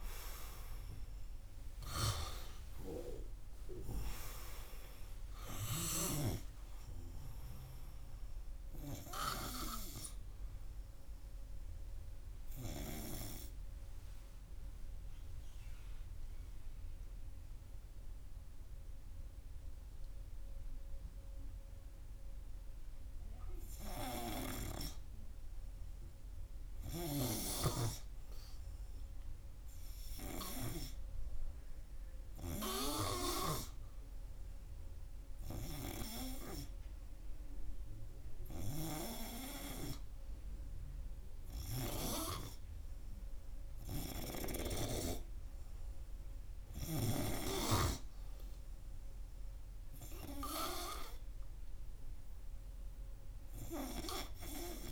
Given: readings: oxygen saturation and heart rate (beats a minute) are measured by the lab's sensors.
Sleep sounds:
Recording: breathing in sleep by a room microphone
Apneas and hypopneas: 1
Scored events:
0.00-2.00 s: oxygen desaturation (device-marked, oxygen 86% lowest, heart rate 83 extreme)
14.00-24.00 s: obstructive apnea (oxygen 98% before, 95% lowest, heart rate 87 before, 84 extreme, up 1 after)
26.00-29.50 s: arousal
46.00-54.92 s: oxygen desaturation (device-marked, oxygen 98% before, 95% lowest, heart rate 85 before, 83 extreme)
From the record:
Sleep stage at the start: N2 (light sleep)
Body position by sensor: on the right side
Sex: male

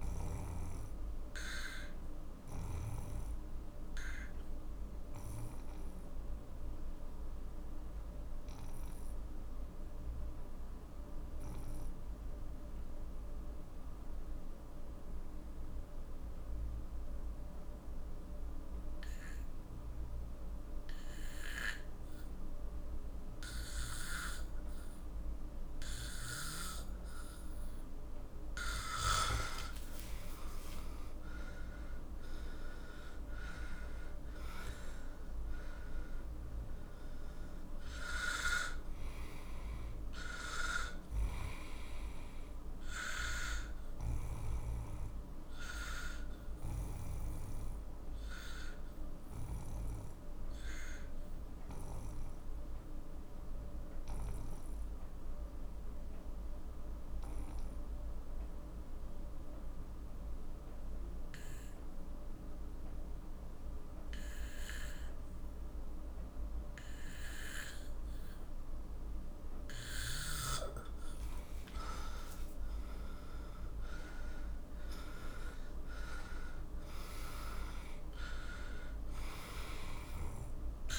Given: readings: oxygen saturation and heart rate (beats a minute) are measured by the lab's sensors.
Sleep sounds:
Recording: breathing in sleep by a room microphone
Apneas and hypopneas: 2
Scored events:
0.00-7.50 s: oxygen desaturation (device-marked, oxygen 92% lowest, heart rate 42 extreme)
1.00-28.00 s: obstructive apnea (oxygen 97% before, 91% lowest, heart rate 54 before, 42 extreme, up 31 after)
29.50-34.50 s: oxygen desaturation (device-marked, oxygen 97% before, 94% lowest, heart rate 48 before, 44 extreme)
30.00-34.50 s: arousal
36.50-52.50 s: oxygen desaturation (device-marked, oxygen 97% before, 91% lowest, heart rate 59 before, 44 extreme)
45.00-71.00 s: obstructive apnea (oxygen 97% before, 91% lowest, heart rate 63 before, 42 extreme, up 13 after)
73.50-77.50 s: arousal
79.50-80.99 s: oxygen desaturation (device-marked, oxygen 96% before, 92% lowest, heart rate 53 before, 42 extreme)
From the record:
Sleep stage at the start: N2 (light sleep)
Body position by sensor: on the back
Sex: male

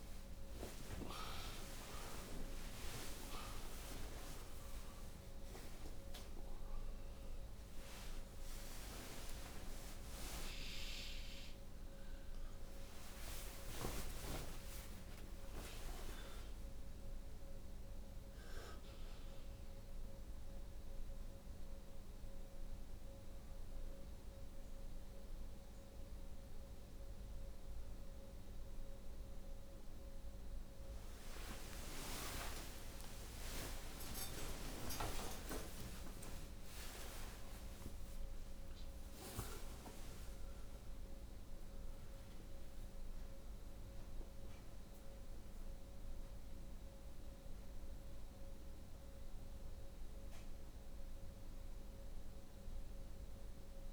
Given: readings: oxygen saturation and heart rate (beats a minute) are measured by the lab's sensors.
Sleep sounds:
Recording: a person awake in a sleep study, by a room microphone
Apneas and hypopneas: none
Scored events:
none scored
From the record:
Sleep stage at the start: awake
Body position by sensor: on the right side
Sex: female

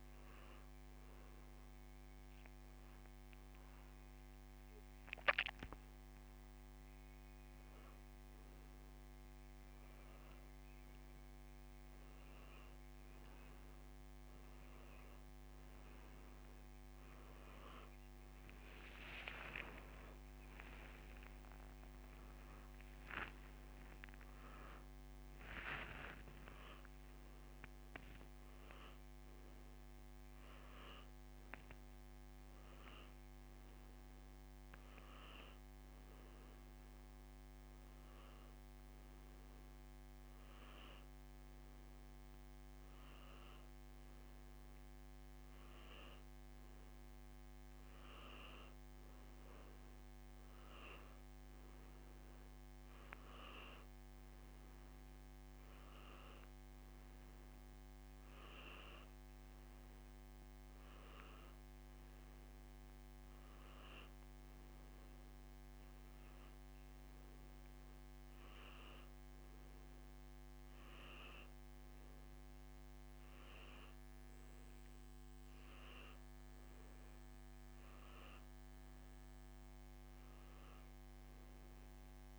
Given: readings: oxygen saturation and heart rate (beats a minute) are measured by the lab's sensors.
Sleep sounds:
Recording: breathing in sleep by a microphone on the trachea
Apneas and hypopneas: none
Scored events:
21.00-25.50 s: arousal
24.50-33.50 s: oxygen desaturation (device-marked, oxygen 97% before, 93% lowest, heart rate 94 before, 84 extreme)
64.50-82.39 s: new sleep stage, N1 (lightest sleep)
From the record:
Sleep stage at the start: N2 (light sleep)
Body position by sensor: on the back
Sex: male

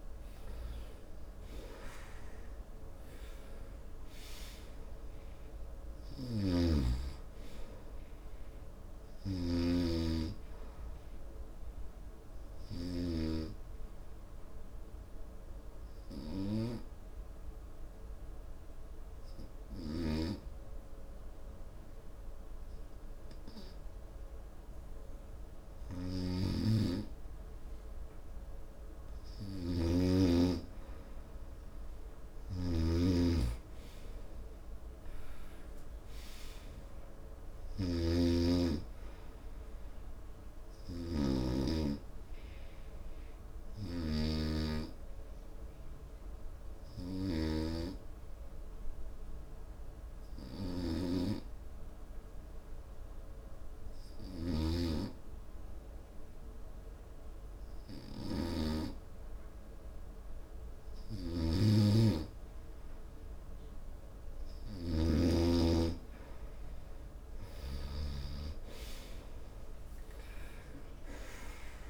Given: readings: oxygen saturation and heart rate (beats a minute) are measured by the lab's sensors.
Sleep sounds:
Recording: breathing in sleep by a room microphone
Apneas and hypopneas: 2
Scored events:
15.00-28.50 s: obstructive apnea (oxygen 97% before, 90% lowest, heart rate 75 before, 67 extreme, up 4 after)
20.00-33.00 s: oxygen desaturation (device-marked, oxygen 94% before, 90% lowest, heart rate 75 before, 67 extreme)
30.00-38.50 s: snoring (device-marked)
33.50-38.50 s: arousal
44.50-63.00 s: hypopnea (oxygen 95% before, 90% lowest, heart rate 72 before, 66 extreme, up 6 after)
54.00-67.00 s: oxygen desaturation (device-marked, oxygen 95% before, 90% lowest, heart rate 72 before, 66 extreme)
61.50-65.50 s: snoring (device-marked)
69.00-71.90 s: arousal
From the record:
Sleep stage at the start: N2 (light sleep)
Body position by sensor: on the right side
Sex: male

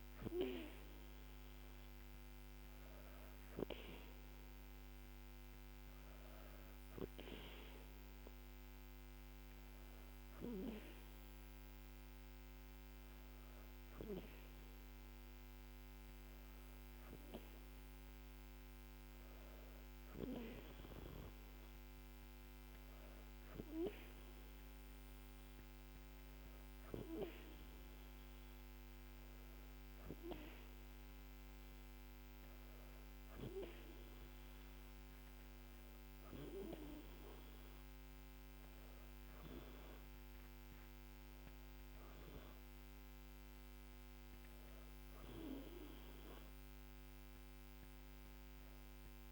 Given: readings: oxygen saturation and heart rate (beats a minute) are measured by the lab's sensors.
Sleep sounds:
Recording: breathing in sleep by a microphone on the trachea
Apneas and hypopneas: none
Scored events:
none scored
From the record:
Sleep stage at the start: N2 (light sleep)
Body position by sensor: on the back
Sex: female

